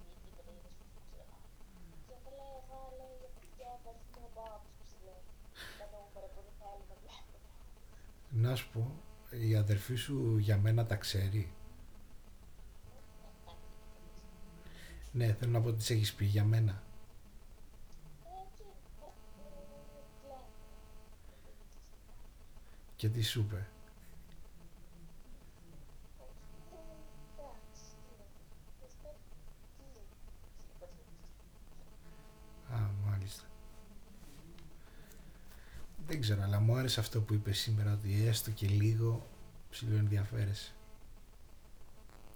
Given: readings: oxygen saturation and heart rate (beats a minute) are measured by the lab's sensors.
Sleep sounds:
a person awake in a sleep study, by a room microphone; none
none scored
From the record:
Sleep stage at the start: awake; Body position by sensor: on the back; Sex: male

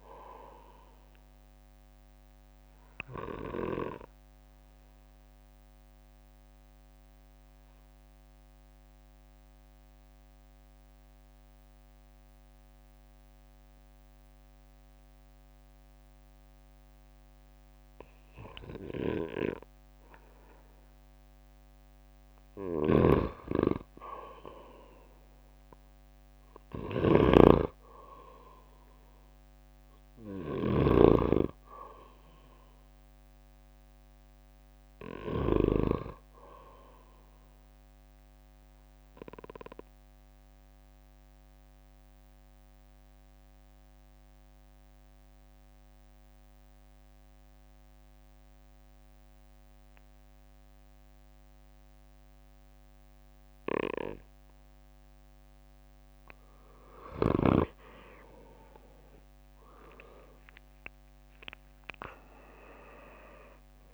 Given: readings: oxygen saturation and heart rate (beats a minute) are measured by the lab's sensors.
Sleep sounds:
breathing in sleep by a microphone on the trachea; 2
0.00-15.00 s: oxygen desaturation (device-marked, oxygen 87% lowest, heart rate 54 extreme)
4.00-22.50 s: obstructive apnea (oxygen 98% before, 87% lowest, heart rate 65 before, 54 extreme, up 12 after)
23.00-48.00 s: oxygen desaturation (device-marked, oxygen 98% before, 93% lowest, heart rate 58 before, 56 extreme)
24.50-27.50 s: arousal
27.50-31.50 s: snoring (device-marked)
38.00-56.00 s: obstructive apnea (oxygen 98% before, 88% lowest, heart rate 66 before, 49 extreme, up 15 after)
57.00-63.94 s: oxygen desaturation (device-marked, oxygen 97% before, 88% lowest, heart rate 60 before, 49 extreme)
59.00-63.94 s: drop in pulse transit time (device-marked, heart rate 60 before, 56 extreme)
60.50-63.94 s: arousal
From the record:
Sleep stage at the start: N2 (light sleep); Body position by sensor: on the back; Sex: male

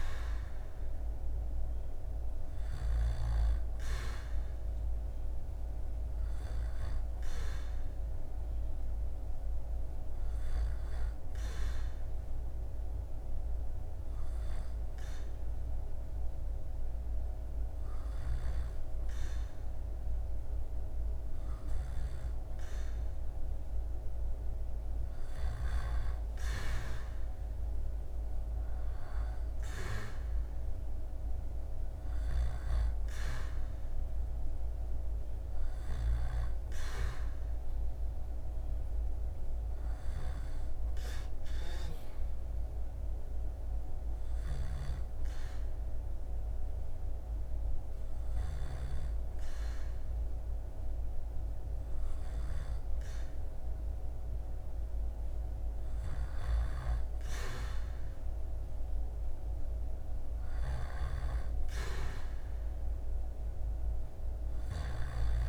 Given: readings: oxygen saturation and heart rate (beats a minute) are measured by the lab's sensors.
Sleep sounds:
breathing in sleep by a room microphone; 1
0.00-2.50 s: snoring (device-marked)
12.00-24.00 s: hypopnea (oxygen 98% before, 95% lowest, heart rate 73 before, 74 extreme, up 6 after)
17.50-25.00 s: snoring (device-marked)
27.00-30.50 s: arousal
31.50-36.00 s: snoring (device-marked)
44.00-48.00 s: snoring (device-marked)
55.50-65.49 s: snoring (device-marked)
From the record:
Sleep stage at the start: N2 (light sleep); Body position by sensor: on the back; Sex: male

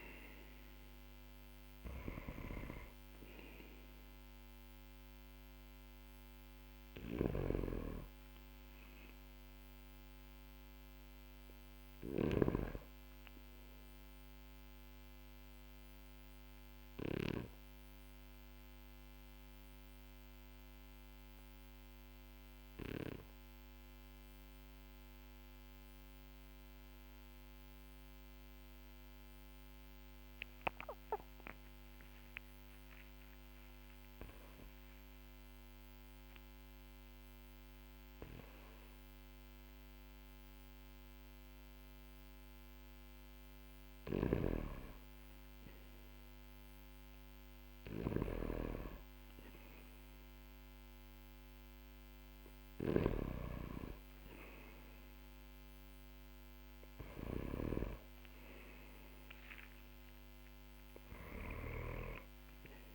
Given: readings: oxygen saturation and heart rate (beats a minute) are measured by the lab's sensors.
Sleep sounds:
breathing in sleep by a microphone on the trachea; 1
6.50-12.00 s: snoring (device-marked)
13.00-32.00 s: obstructive apnea (oxygen 97% before, 93% lowest, heart rate 46 before, 43 extreme, up 11 after)
33.00-36.50 s: arousal
43.50-61.00 s: snoring (device-marked)
From the record:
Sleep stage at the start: N2 (light sleep); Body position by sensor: on the back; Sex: male

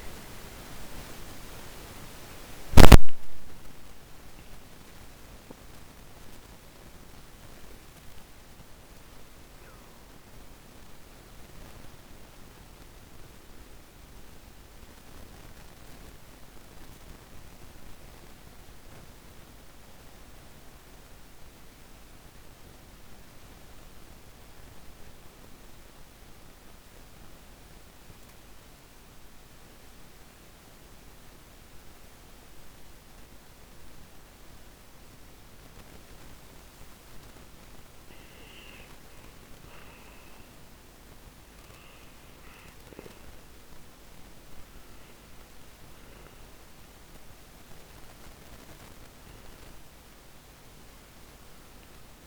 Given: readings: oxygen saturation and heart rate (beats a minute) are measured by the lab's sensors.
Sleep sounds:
breathing in sleep by a microphone on the trachea; 1
10.50-37.00 s: mixed apnea (oxygen 97% before, 95% lowest, heart rate 92 before, 58 extreme)
39.00-43.50 s: arousal
From the record:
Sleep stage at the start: N2 (light sleep); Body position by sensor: on the back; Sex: male

